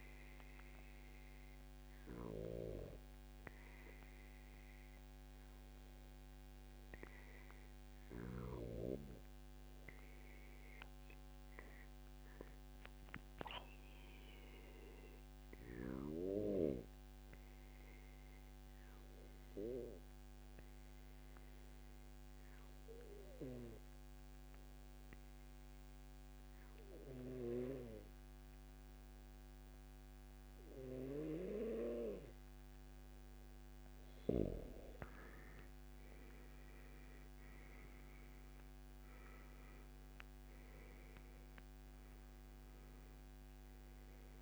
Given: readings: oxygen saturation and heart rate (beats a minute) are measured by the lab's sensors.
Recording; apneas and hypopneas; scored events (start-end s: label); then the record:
breathing in sleep by a microphone on the trachea; 1
11.50-14.50 s: arousal
16.50-32.00 s: obstructive apnea (oxygen 97% before, 92% lowest, heart rate 140 before, 122 extreme, up 1 after)
34.00-37.50 s: arousal
39.50-44.41 s: oxygen desaturation (device-marked, oxygen 96% before, 92% lowest, heart rate 143 before, 99 extreme)
From the record:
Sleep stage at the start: N2 (light sleep); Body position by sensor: on the back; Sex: male